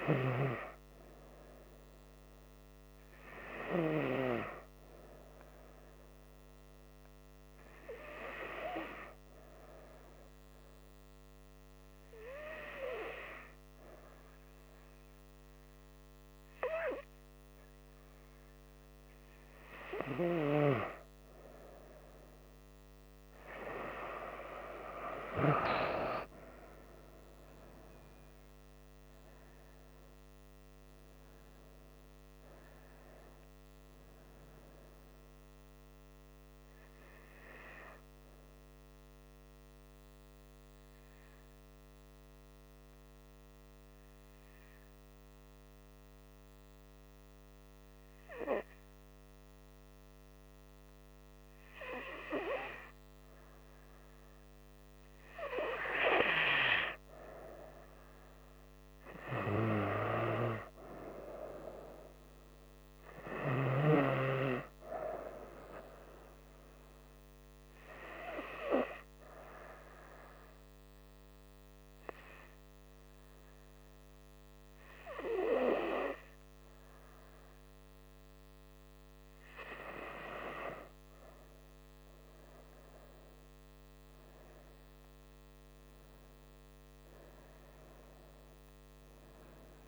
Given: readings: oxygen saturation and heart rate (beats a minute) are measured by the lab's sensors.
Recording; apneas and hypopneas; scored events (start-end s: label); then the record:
breathing in sleep by a microphone on the trachea; 3
9.00-20.50 s: hypopnea (oxygen 97% before, 94% lowest, heart rate 73 before, 69 extreme, up 2 after)
25.50-29.50 s: arousal
38.00-54.50 s: hypopnea (oxygen 96% before, 94% lowest, heart rate 74 before, 68 extreme, up 2 after)
56.50-60.00 s: arousal
63.50-80.50 s: oxygen desaturation (device-marked, oxygen 98% before, 94% lowest, heart rate 70 before, 67 extreme)
67.50-82.00 s: hypopnea (oxygen 98% before, 94% lowest, heart rate 70 before, 67 extreme, up 5 after)
83.50-88.00 s: arousal
From the record:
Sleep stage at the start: N2 (light sleep); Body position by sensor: on the front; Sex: female